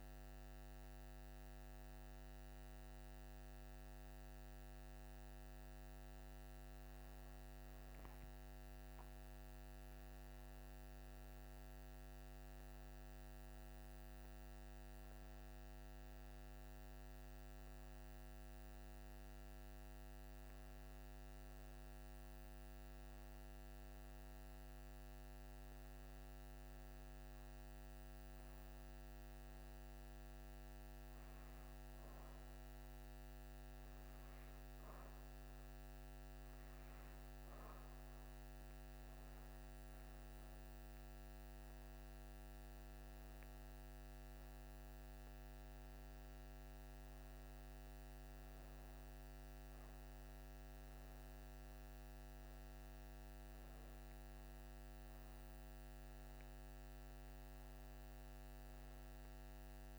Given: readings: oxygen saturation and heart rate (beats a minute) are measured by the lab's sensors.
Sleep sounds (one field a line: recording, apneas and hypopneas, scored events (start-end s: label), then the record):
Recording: breathing in sleep, hard to hear, by a microphone on the trachea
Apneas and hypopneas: none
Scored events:
58.00-59.99 s: new sleep stage, N2 (light sleep)
From the record:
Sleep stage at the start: N1 (lightest sleep)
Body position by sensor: on the back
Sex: female